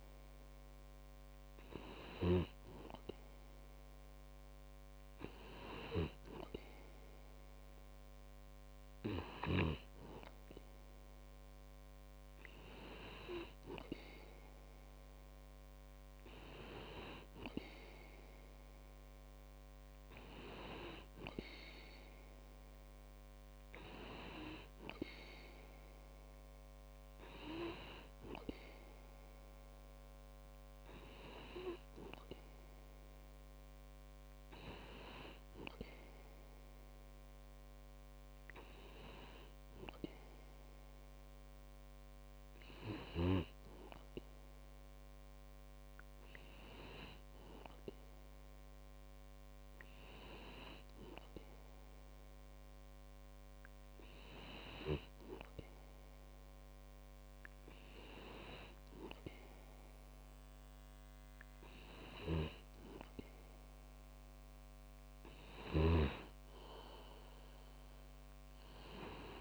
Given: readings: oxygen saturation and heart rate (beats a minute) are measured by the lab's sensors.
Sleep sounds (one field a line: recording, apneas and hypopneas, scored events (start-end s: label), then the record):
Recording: breathing in sleep by a microphone on the trachea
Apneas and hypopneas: none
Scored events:
none scored
From the record:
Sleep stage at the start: N2 (light sleep)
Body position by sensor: on the back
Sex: male